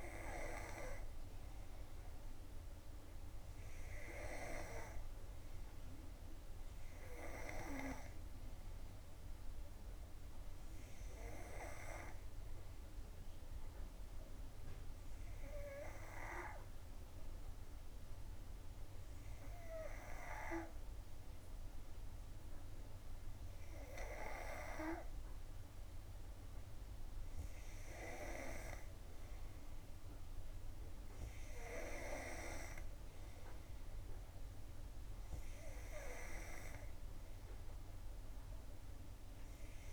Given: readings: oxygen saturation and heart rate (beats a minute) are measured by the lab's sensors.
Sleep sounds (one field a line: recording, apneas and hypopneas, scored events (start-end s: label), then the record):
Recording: breathing in sleep by a room microphone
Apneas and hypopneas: none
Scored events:
none scored
From the record:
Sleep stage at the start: N2 (light sleep)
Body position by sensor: on the back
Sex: female